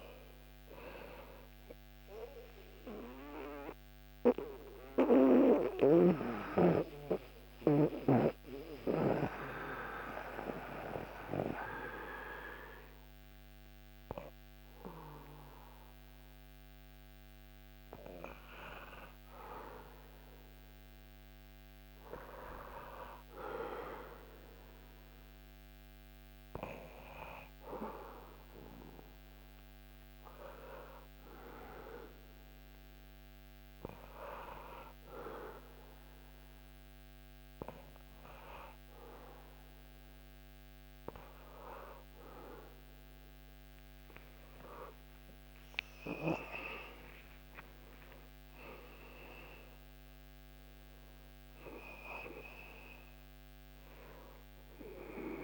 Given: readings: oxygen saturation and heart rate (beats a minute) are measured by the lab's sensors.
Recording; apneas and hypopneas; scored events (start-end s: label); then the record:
breathing in sleep by a microphone on the trachea; 2
0.00-19.00 s: oxygen desaturation (device-marked, oxygen 67% lowest, heart rate 63 extreme)
2.50-17.00 s: obstructive apnea (oxygen 88% before, 67% lowest, heart rate 74 before, 77 extreme, up 11 after)
19.50-23.50 s: arousal
31.00-43.00 s: hypopnea (oxygen 100% before, 96% lowest, heart rate 86 before, 81 extreme, up 4 after)
44.50-49.00 s: arousal
From the record:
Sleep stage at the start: N2 (light sleep); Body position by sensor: on the back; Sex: male